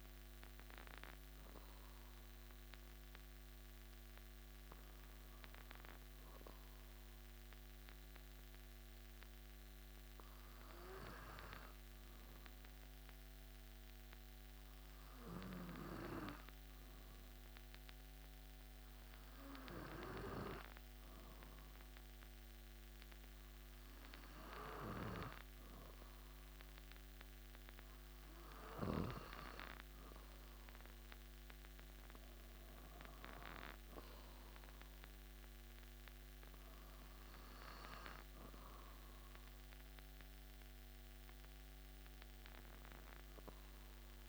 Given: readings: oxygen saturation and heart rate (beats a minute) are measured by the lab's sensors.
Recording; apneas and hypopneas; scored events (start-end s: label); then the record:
breathing in sleep by a microphone on the trachea; 1
1.00-25.50 s: hypopnea (oxygen 98% before, 95% lowest)
28.50-32.50 s: arousal
From the record:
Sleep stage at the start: N2 (light sleep); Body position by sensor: on the back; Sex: male